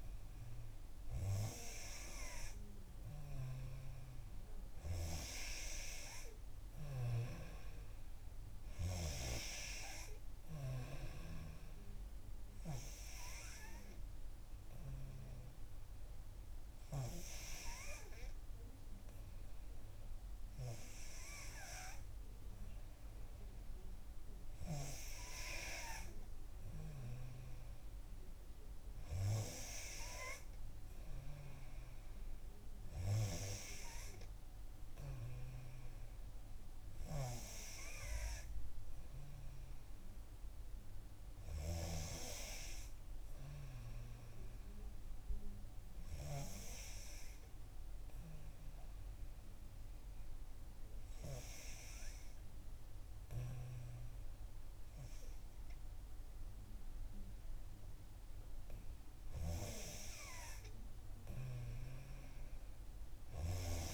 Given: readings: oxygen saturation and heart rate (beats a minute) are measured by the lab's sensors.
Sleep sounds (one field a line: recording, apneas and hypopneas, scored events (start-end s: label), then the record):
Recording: breathing in sleep by a room microphone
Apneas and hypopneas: 1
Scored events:
42.50-46.00 s: arousal
47.50-59.00 s: hypopnea (oxygen 92% before, 89% lowest, heart rate 64 before, 62 extreme, up 3 after)
62.00-63.94 s: arousal
From the record:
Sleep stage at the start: N3 (deep sleep)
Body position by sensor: on the back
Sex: female